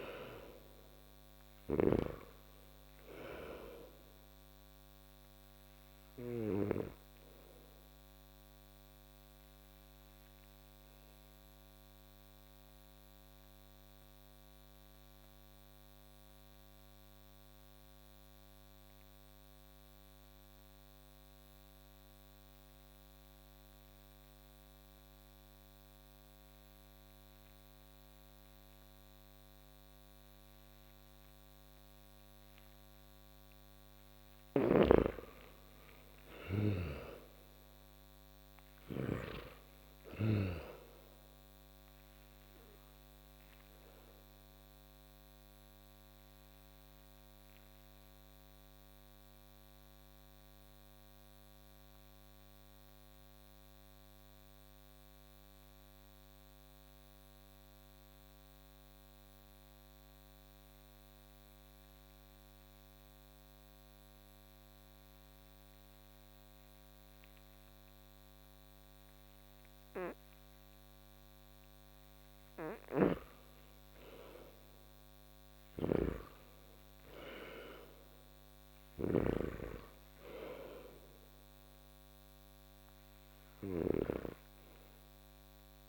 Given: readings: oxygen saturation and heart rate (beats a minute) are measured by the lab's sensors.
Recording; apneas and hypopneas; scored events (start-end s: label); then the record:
breathing in sleep by a microphone on the trachea; 2
0.00-6.00 s: snoring (device-marked)
2.50-25.50 s: oxygen desaturation (device-marked, oxygen 97% before, 84% lowest)
10.00-33.00 s: obstructive apnea (oxygen 97% before, 82% lowest)
34.00-39.00 s: snoring (device-marked)
34.50-65.50 s: oxygen desaturation (device-marked, oxygen 98% before, 82% lowest)
38.50-42.00 s: arousal
45.50-71.50 s: obstructive apnea (oxygen 98% before, 82% lowest)
72.00-83.50 s: snoring (device-marked)
74.00-77.00 s: arousal
77.50-85.89 s: oxygen desaturation (device-marked, oxygen 98% before, 83% lowest)
From the record:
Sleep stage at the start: N2 (light sleep); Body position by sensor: on the back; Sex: male